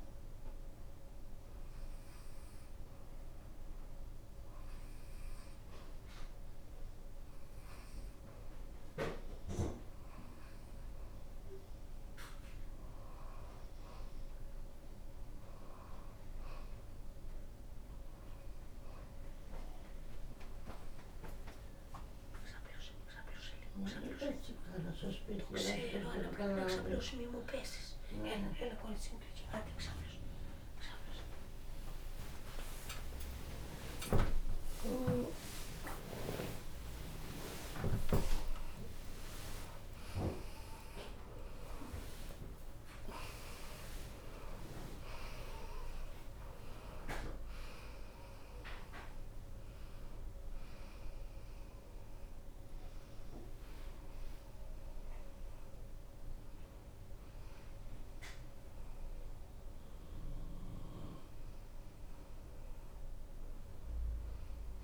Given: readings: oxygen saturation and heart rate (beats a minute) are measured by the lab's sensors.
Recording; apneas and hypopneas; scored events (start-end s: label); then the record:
a person awake in a sleep study, by a room microphone; none
0.00-13.00 s: drop in pulse transit time (device-marked)
0.00-47.00 s: bradycardia (device-marked)
2.00-4.00 s: long interval between heartbeats (device-marked)
5.00-7.00 s: long interval between heartbeats (device-marked, heart rate 32 before, 38 extreme)
8.50-10.50 s: long interval between heartbeats (device-marked)
9.00-64.83 s: new sleep stage, awake
20.50-22.50 s: long interval between heartbeats (device-marked, heart rate 31 before, 25 extreme)
21.00-30.00 s: drop in pulse transit time (device-marked)
28.50-30.50 s: long interval between heartbeats (device-marked)
32.50-34.50 s: long interval between heartbeats (device-marked)
36.00-38.00 s: long interval between heartbeats (device-marked)
45.00-49.00 s: drop in pulse transit time (device-marked)
46.50-48.50 s: long interval between heartbeats (device-marked)
49.00-58.00 s: bradycardia (device-marked, heart rate 72 before, 27 extreme)
50.00-52.00 s: long interval between heartbeats (device-marked, heart rate 34 before, 60 extreme)
50.00-57.00 s: oxygen desaturation (device-marked, oxygen 92% before, 89% lowest)
55.00 s: drop in pulse transit time (device-marked)
57.00-59.00 s: long interval between heartbeats (device-marked, heart rate 40 before, 52 extreme)
59.00-64.83 s: drop in pulse transit time (device-marked)
61.00-63.00 s: long interval between heartbeats (device-marked, heart rate 42 before, 62 extreme)
61.00-64.83 s: bradycardia (device-marked)
From the record:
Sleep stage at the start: N2 (light sleep); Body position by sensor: on the right side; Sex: female